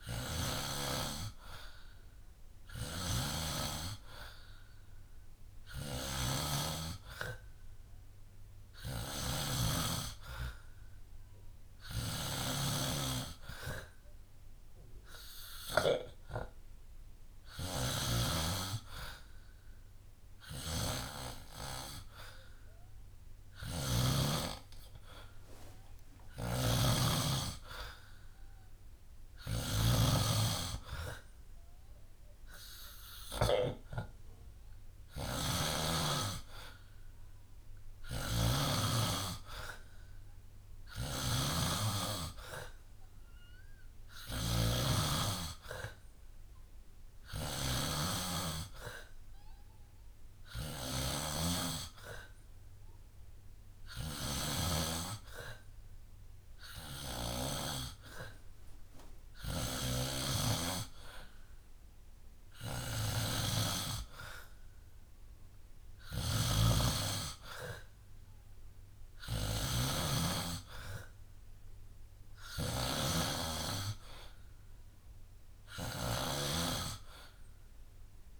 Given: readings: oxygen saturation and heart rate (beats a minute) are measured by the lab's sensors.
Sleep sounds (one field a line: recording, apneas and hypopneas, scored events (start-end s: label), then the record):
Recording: breathing in sleep by a room microphone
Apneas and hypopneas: none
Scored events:
2.50-9.50 s: snoring (device-marked)
11.50-24.00 s: snoring (device-marked)
26.00-54.50 s: snoring (device-marked)
41.50-63.50 s: drop in pulse transit time (device-marked, heart rate 66 before, 65 extreme)
56.50-78.40 s: snoring (device-marked)
76.50-78.40 s: drop in pulse transit time (device-marked, heart rate 67 before, 67 extreme)
From the record:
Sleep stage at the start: N2 (light sleep)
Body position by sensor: on the back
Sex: male